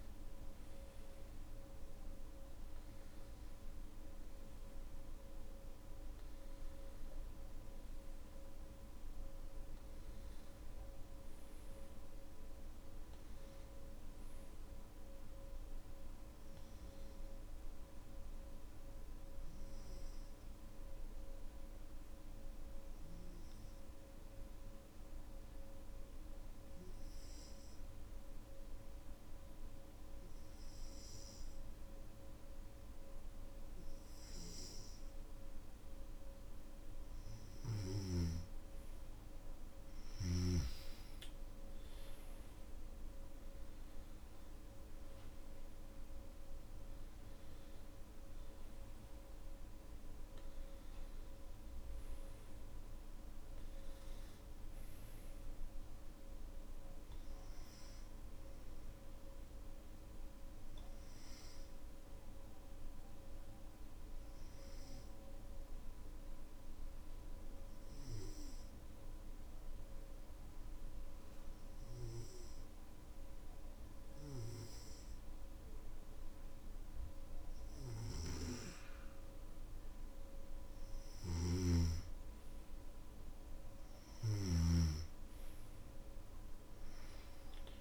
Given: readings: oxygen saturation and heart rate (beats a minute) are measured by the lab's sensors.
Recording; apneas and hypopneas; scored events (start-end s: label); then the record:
breathing in sleep, hard to hear, by a room microphone; 2
0.00-19.50 s: oxygen desaturation (device-marked, oxygen 91% lowest, heart rate 55 extreme)
22.00-37.00 s: obstructive apnea (oxygen 98% before, 91% lowest, heart rate 57 before, 55 extreme, up 12 after)
39.50-67.50 s: oxygen desaturation (device-marked, oxygen 98% before, 91% lowest, heart rate 58 before, 53 extreme)
65.50-80.50 s: hypopnea (oxygen 97% before, 93% lowest, heart rate 58 before, 53 extreme, up 10 after)
81.00-84.50 s: snoring (device-marked)
84.50-87.81 s: oxygen desaturation (device-marked, oxygen 98% before, 93% lowest, heart rate 57 before, 56 extreme)
From the record:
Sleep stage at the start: N2 (light sleep); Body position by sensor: on the back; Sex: male